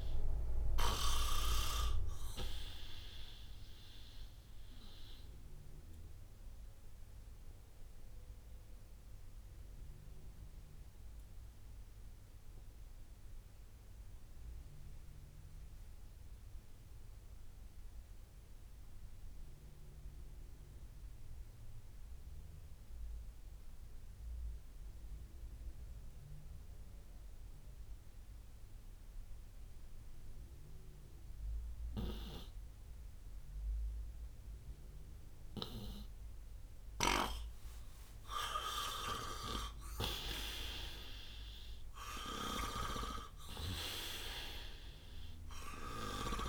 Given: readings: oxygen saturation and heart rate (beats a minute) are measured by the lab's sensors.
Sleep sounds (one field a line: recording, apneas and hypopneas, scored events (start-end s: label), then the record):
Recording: breathing in sleep by a room microphone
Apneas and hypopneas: 1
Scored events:
0.00-21.50 s: oxygen desaturation (device-marked, oxygen 87% lowest, heart rate 58 extreme)
5.50-39.00 s: obstructive apnea (oxygen 96% before, 86% lowest, heart rate 65 before, 58 extreme, up 23 after)
32.50-46.49 s: oxygen desaturation (device-marked, oxygen 98% before, 86% lowest, heart rate 59 before, 58 extreme)
41.50-45.50 s: arousal
From the record:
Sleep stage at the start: N2 (light sleep)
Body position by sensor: on the right side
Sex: male